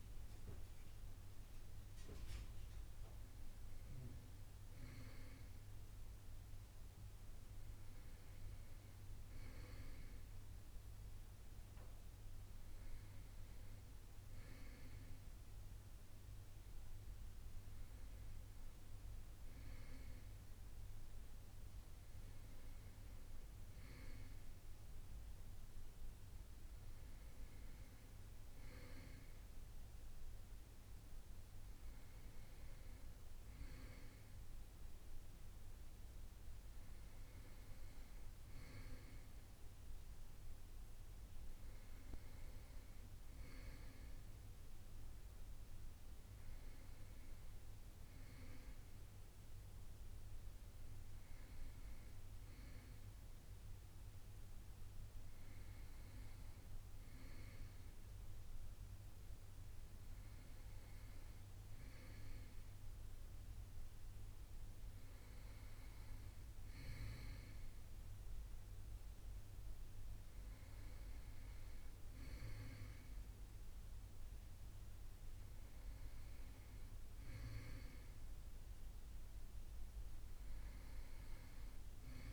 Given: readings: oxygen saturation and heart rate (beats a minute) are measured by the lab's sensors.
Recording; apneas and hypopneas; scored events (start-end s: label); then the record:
a person awake in a sleep study, hard to hear, by a room microphone; none
none scored
From the record:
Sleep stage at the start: awake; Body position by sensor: on the right side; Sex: male